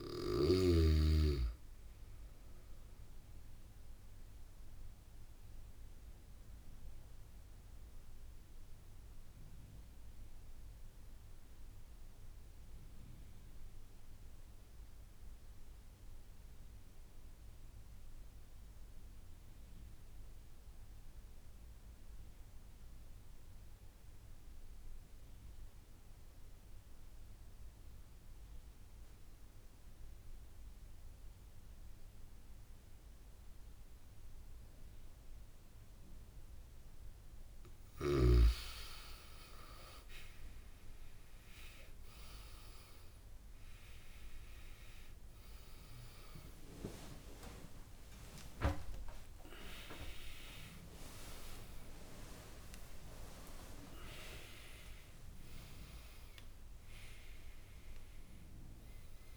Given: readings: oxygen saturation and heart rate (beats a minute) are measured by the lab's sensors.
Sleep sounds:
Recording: breathing in sleep by a room microphone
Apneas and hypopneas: 1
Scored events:
0.00-10.50 s: oxygen desaturation (device-marked, oxygen 92% lowest)
5.00-37.00 s: obstructive apnea (oxygen 96% before, 89% lowest)
30.50-59.37 s: oxygen desaturation (device-marked, oxygen 97% before, 89% lowest)
47.00-53.00 s: arousal
From the record:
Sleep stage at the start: N2 (light sleep)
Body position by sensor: on the back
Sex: male

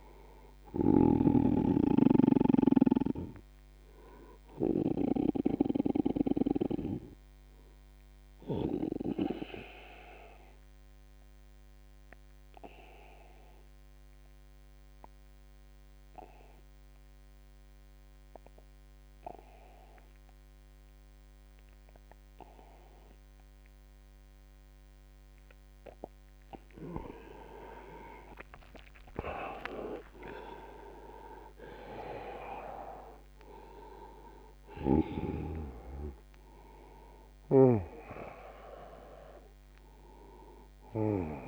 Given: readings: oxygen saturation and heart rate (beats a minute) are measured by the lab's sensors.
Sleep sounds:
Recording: breathing in sleep by a microphone on the trachea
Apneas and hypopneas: 1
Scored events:
0.00-10.00 s: oxygen desaturation (device-marked, oxygen 93% lowest, heart rate 77 extreme)
3.00-25.50 s: obstructive apnea (oxygen 99% before, 87% lowest, heart rate 83 before, 77 extreme, up 7 after)
24.00-41.48 s: oxygen desaturation (device-marked, oxygen 98% before, 87% lowest, heart rate 84 before, 75 extreme)
27.50-32.00 s: arousal
From the record:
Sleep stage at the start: N2 (light sleep)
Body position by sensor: on the back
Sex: male

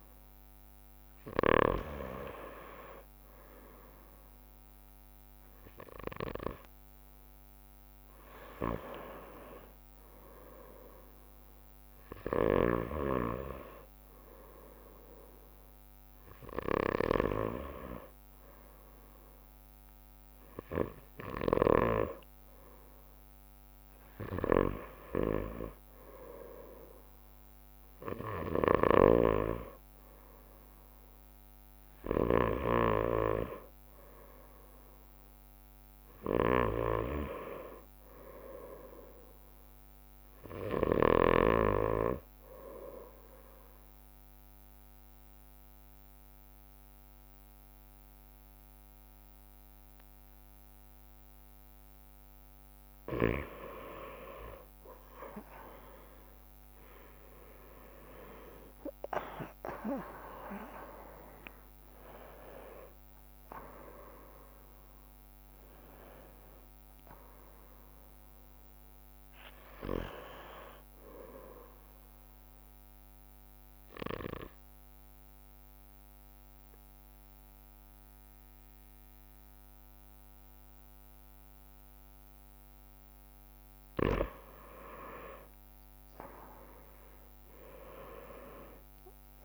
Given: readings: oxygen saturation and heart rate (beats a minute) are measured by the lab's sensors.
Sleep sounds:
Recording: breathing in sleep by a microphone on the trachea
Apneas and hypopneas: 2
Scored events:
0.00-1.00 s: arousal
29.00-41.50 s: snoring (device-marked)
33.50-39.00 s: arousal
43.50-54.00 s: obstructive apnea (oxygen 96% before, 93% lowest, heart rate 64 before, 53 extreme, up 20 after)
55.00-60.00 s: arousal
60.00-62.00 s: long interval between heartbeats (device-marked, heart rate 62 before, 79 extreme)
60.00-72.00 s: drop in pulse transit time (device-marked, heart rate 62 before, 53 extreme)
60.00-72.00 s: oxygen desaturation (device-marked, oxygen 96% before, 93% lowest, heart rate 62 before, 53 extreme)
65.00-79.00 s: bradycardia (device-marked, heart rate 59 before, 53 extreme)
72.00-84.00 s: obstructive apnea (oxygen 96% before, 93% lowest, heart rate 66 before, 56 extreme, up 10 after)
85.50-89.45 s: arousal
From the record:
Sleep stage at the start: N2 (light sleep)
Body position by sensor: on the right side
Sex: male

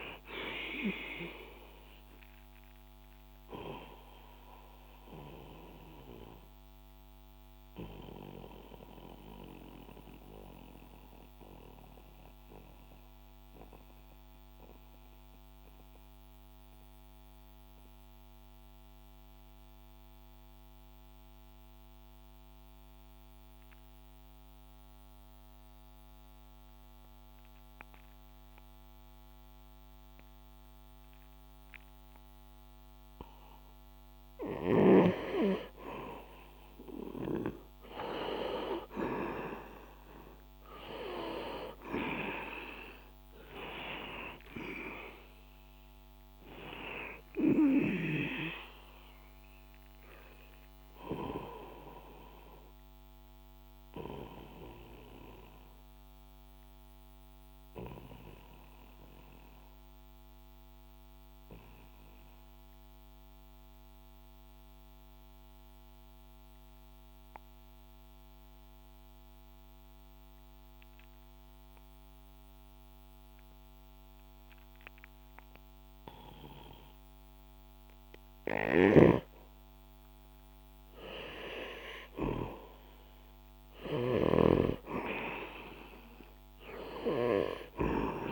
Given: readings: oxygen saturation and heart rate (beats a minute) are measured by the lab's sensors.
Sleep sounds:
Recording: breathing in sleep by a microphone on the trachea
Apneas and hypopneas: 2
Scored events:
0.00-9.50 s: oxygen desaturation (device-marked, oxygen 91% lowest, heart rate 57 extreme)
4.50-35.50 s: mixed apnea (oxygen 98% before, 89% lowest, heart rate 66 before, 57 extreme, up 9 after)
20.50-27.50 s: oxygen desaturation (device-marked, oxygen 92% before, 89% lowest, heart rate 61 before, 61 extreme)
38.50-43.50 s: arousal
42.50-69.50 s: oxygen desaturation (device-marked, oxygen 98% before, 90% lowest, heart rate 64 before, 60 extreme)
51.00-79.00 s: obstructive apnea (oxygen 98% before, 89% lowest, heart rate 67 before, 60 extreme, up 6 after)
76.50-88.32 s: oxygen desaturation (device-marked, oxygen 98% before, 89% lowest, heart rate 62 before, 61 extreme)
81.00-84.50 s: arousal
From the record:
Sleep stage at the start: N2 (light sleep)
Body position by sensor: on the back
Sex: male

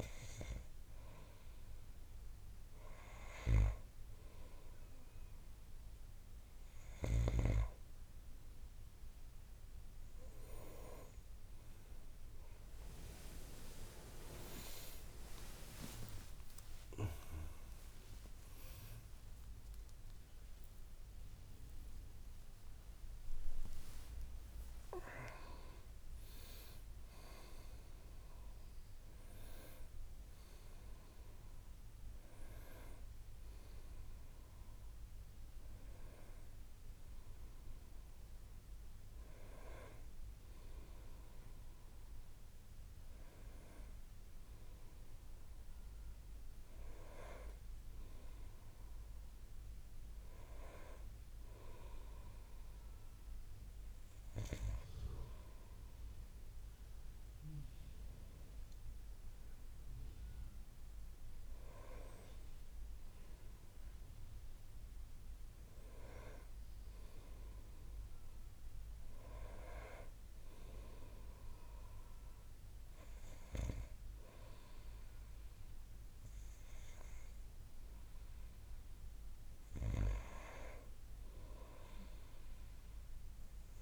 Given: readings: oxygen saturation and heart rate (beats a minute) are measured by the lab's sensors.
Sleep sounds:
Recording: breathing in sleep by a room microphone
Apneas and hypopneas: 1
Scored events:
24.50-29.00 s: arousal
50.00-61.00 s: hypopnea (oxygen 98% before, 92% lowest, heart rate 72 before, 63 extreme, up 9 after)
80.00-83.82 s: new sleep stage, awake
From the record:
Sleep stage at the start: N1 (lightest sleep)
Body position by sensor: on the back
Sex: male

